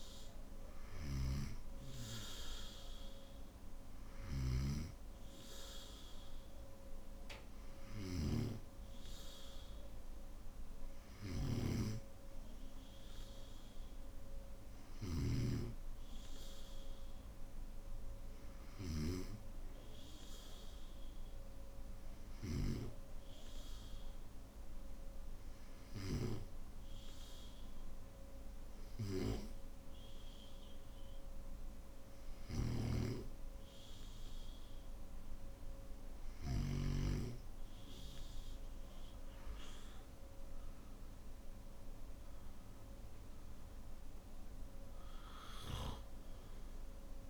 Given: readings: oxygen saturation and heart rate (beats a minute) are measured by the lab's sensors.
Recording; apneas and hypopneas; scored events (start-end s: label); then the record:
breathing in sleep by a room microphone; none
0.00-8.50 s: oxygen desaturation (device-marked, oxygen 94% lowest, heart rate 54 extreme)
From the record:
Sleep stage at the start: N3 (deep sleep); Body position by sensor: on the back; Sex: male